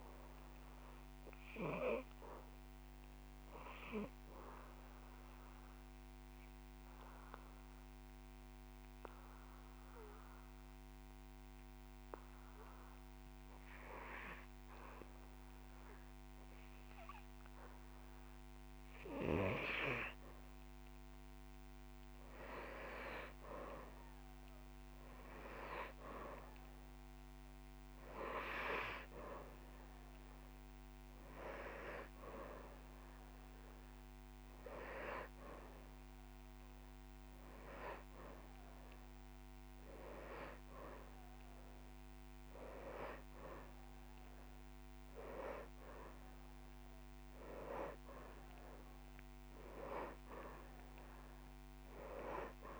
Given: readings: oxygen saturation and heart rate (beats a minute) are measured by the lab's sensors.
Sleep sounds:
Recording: breathing in sleep by a microphone on the trachea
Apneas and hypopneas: 1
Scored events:
0.00-18.00 s: oxygen desaturation (device-marked, oxygen 89% lowest)
2.00-18.00 s: obstructive apnea (oxygen 97% before, 89% lowest)
5.00-7.00 s: long interval between heartbeats (device-marked)
20.00-23.00 s: arousal
28.50-30.50 s: long interval between heartbeats (device-marked)
30.00-45.00 s: oxygen desaturation (device-marked, oxygen 98% before, 93% lowest)
40.00-42.00 s: long interval between heartbeats (device-marked)
From the record:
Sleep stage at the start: N2 (light sleep)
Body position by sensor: on the back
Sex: male

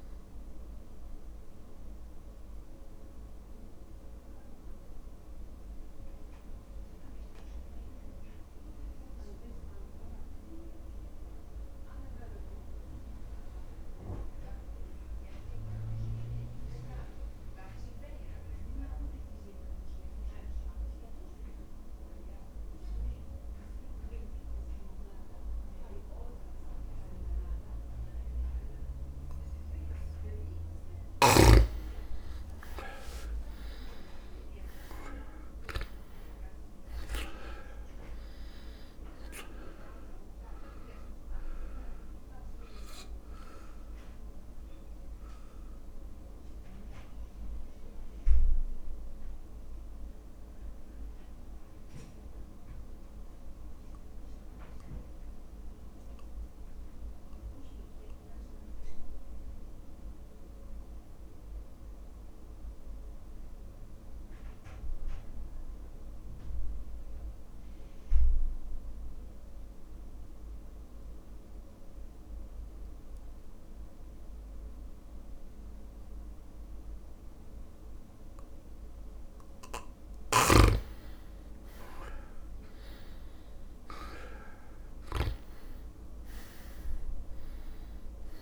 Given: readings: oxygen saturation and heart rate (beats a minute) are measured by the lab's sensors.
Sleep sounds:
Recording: breathing in sleep by a room microphone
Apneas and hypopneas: 2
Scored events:
0.00-14.00 s: drop in pulse transit time (device-marked, heart rate 51 extreme)
0.50-30.50 s: mixed apnea (oxygen 99% before, 85% lowest, heart rate 57 before, 51 extreme, up 2 after)
30.00-65.00 s: oxygen desaturation (device-marked, oxygen 99% before, 85% lowest, heart rate 52 before, 52 extreme)
32.50-36.50 s: arousal
42.50-80.00 s: mixed apnea (oxygen 99% before, 85% lowest, heart rate 54 before, 52 extreme, up 1 after)
76.00-88.42 s: new sleep stage, N2 (light sleep)
80.00-88.42 s: oxygen desaturation (device-marked, oxygen 100% before, 85% lowest, heart rate 54 before, 54 extreme)
80.50-85.50 s: snoring (device-marked)
82.50-87.50 s: arousal
87.00-88.42 s: drop in pulse transit time (device-marked, heart rate 54 before, 54 extreme)
From the record:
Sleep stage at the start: REM sleep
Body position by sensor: on the back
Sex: male

